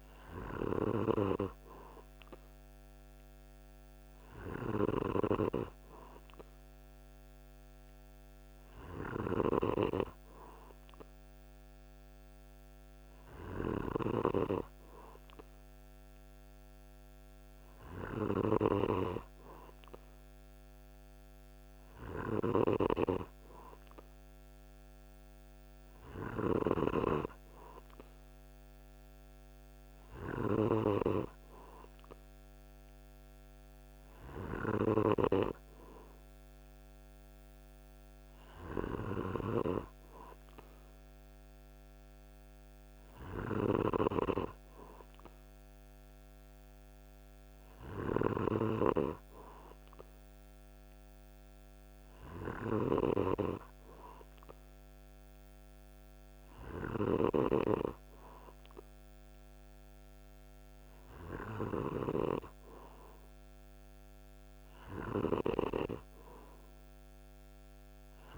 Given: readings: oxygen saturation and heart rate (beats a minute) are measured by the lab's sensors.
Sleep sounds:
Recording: breathing in sleep by a microphone on the trachea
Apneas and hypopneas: none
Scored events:
3.50-13.50 s: snoring (device-marked)
21.50-30.00 s: snoring (device-marked)
56.00-61.50 s: snoring (device-marked)
From the record:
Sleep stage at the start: N2 (light sleep)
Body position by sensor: on the back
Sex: male

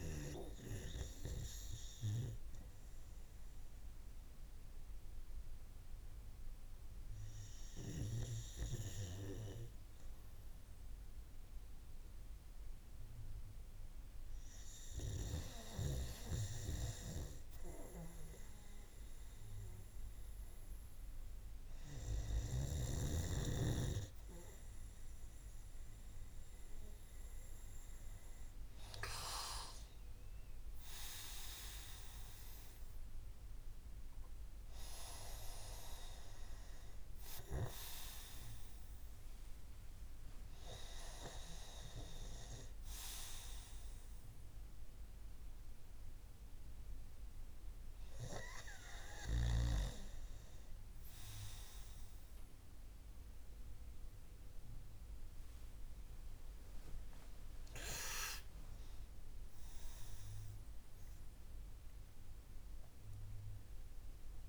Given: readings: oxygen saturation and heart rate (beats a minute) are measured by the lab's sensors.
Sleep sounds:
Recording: breathing in sleep by a room microphone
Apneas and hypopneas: none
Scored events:
17.50-64.48 s: new sleep stage, N2 (light sleep)
29.50-34.00 s: arousal
54.50-60.50 s: arousal
From the record:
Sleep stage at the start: REM sleep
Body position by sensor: on the right side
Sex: male

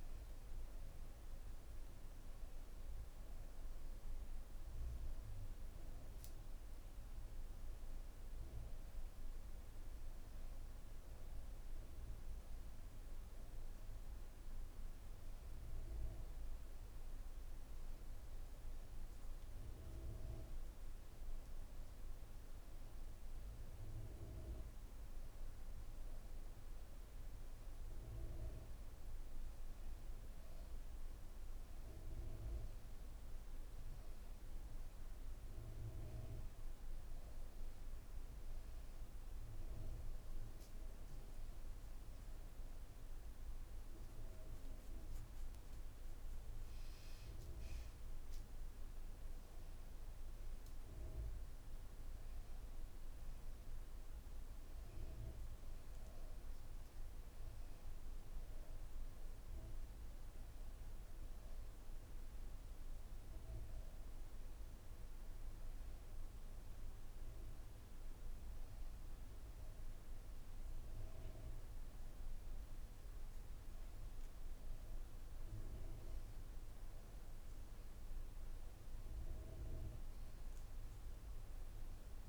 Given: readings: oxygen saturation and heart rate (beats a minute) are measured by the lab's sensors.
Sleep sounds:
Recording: a person awake in a sleep study, hard to hear, by a room microphone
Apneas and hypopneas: none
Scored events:
none scored
From the record:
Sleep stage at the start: awake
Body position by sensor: on the back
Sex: female

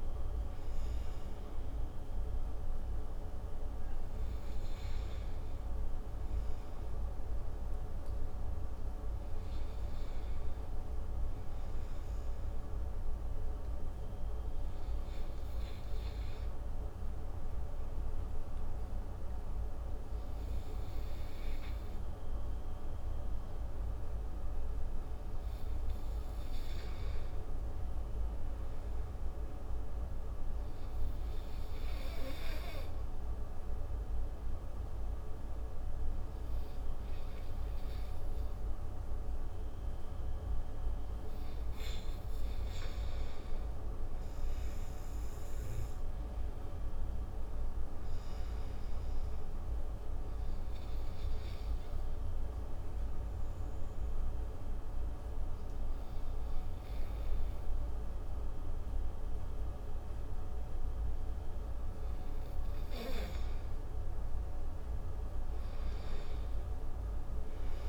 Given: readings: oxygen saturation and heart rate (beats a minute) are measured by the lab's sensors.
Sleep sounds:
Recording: breathing in sleep, hard to hear, by a room microphone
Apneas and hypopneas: 3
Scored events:
0.00-5.00 s: oxygen desaturation (device-marked, oxygen 88% lowest)
14.00-24.00 s: hypopnea (oxygen 97% before, 89% lowest)
25.50-28.50 s: arousal
31.50-43.00 s: obstructive apnea (oxygen 97% before, 84% lowest)
32.00-41.00 s: oxygen desaturation (device-marked, oxygen 96% before, 93% lowest)
44.00-47.00 s: arousal
49.00-61.00 s: oxygen desaturation (device-marked, oxygen 94% before, 89% lowest)
52.00-62.00 s: obstructive apnea (oxygen 96% before, 84% lowest)
63.50-67.50 s: arousal
From the record:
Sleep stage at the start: N2 (light sleep)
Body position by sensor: on the right side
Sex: male

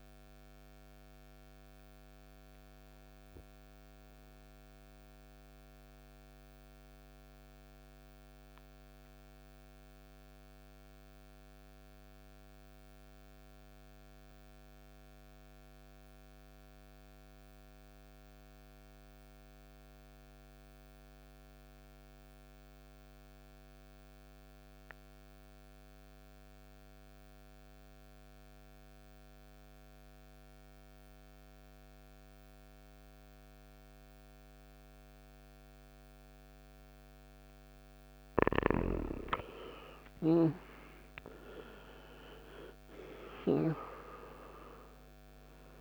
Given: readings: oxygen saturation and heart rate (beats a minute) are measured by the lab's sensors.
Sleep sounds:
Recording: breathing in sleep by a microphone on the trachea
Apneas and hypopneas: 1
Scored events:
0.00-8.50 s: oxygen desaturation (device-marked, oxygen 92% lowest, heart rate 52 extreme)
4.00-37.00 s: obstructive apnea (oxygen 98% before, 84% lowest, heart rate 62 before, 52 extreme, up 24 after)
26.50-45.81 s: oxygen desaturation (device-marked, oxygen 98% before, 84% lowest, heart rate 54 before, 55 extreme)
29.50-45.81 s: new sleep stage, REM sleep
38.50-43.00 s: arousal
From the record:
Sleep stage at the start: N2 (light sleep)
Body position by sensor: on the right side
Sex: male

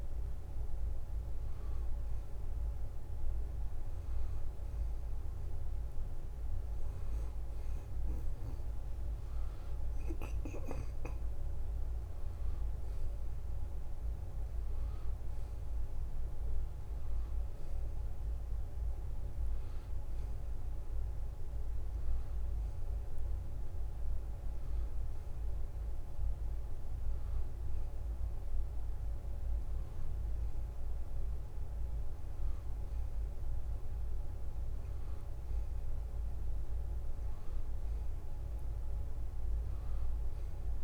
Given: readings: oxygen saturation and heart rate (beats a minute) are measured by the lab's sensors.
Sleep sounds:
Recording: breathing in sleep, hard to hear, by a room microphone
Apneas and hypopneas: none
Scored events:
4.50-40.84 s: new sleep stage, N2 (light sleep)
From the record:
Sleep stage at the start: N1 (lightest sleep)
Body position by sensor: on the back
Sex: male

